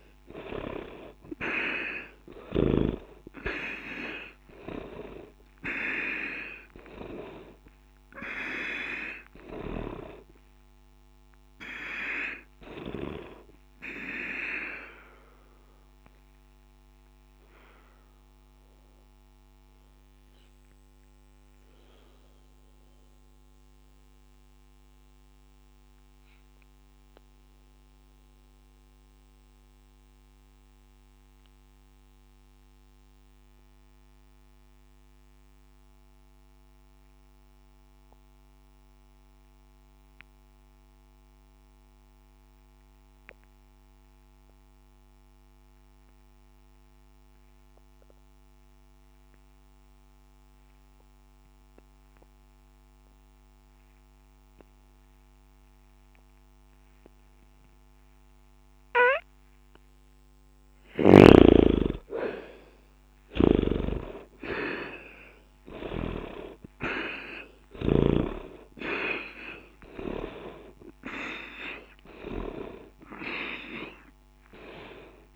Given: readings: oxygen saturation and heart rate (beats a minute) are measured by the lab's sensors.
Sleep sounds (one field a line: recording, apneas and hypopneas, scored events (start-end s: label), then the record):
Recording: breathing in sleep by a microphone on the trachea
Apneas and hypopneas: 1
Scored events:
0.00-2.50 s: arousal
0.00-34.00 s: oxygen desaturation (device-marked, oxygen 76% lowest, heart rate 59 extreme)
17.00-60.00 s: obstructive apnea (oxygen 97% before, 73% lowest, heart rate 60 before, 59 extreme, up 3 after)
51.00-75.36 s: oxygen desaturation (device-marked, oxygen 98% before, 73% lowest, heart rate 60 before, 59 extreme)
62.00-65.50 s: arousal
68.00-70.00 s: bradycardia (device-marked, heart rate 61 before, 62 extreme)
From the record:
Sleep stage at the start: N2 (light sleep)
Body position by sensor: on the back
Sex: male